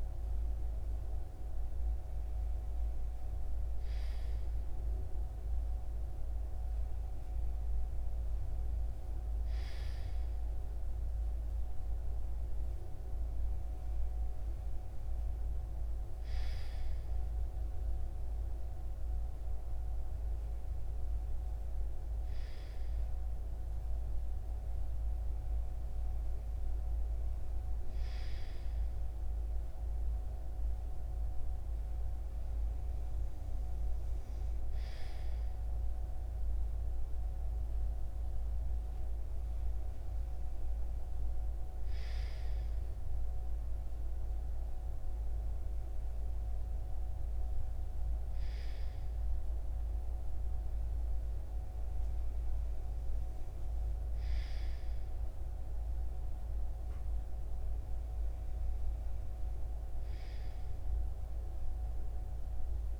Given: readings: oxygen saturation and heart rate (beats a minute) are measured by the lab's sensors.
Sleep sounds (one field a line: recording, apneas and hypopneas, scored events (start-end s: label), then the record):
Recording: breathing in sleep, hard to hear, by a room microphone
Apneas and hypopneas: none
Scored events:
none scored
From the record:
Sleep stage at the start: REM sleep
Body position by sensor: on the right side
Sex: male